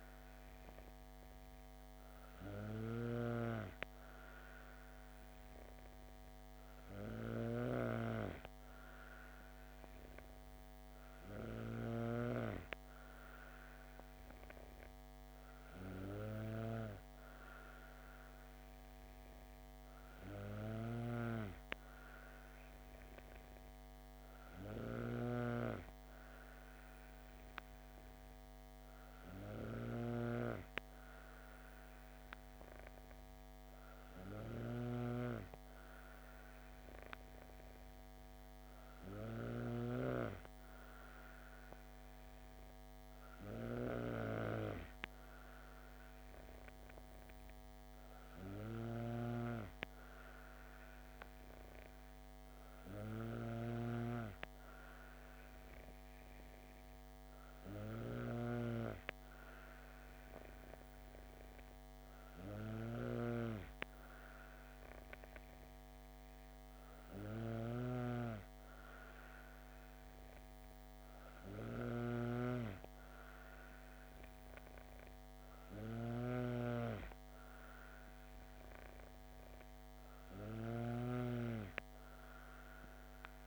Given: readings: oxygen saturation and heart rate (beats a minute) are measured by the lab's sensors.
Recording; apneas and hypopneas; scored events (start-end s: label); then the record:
breathing in sleep by a microphone on the trachea; none
0.00-12.00 s: snoring (device-marked)
20.50-83.47 s: snoring (device-marked)
From the record:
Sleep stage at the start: N2 (light sleep); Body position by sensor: on the back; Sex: female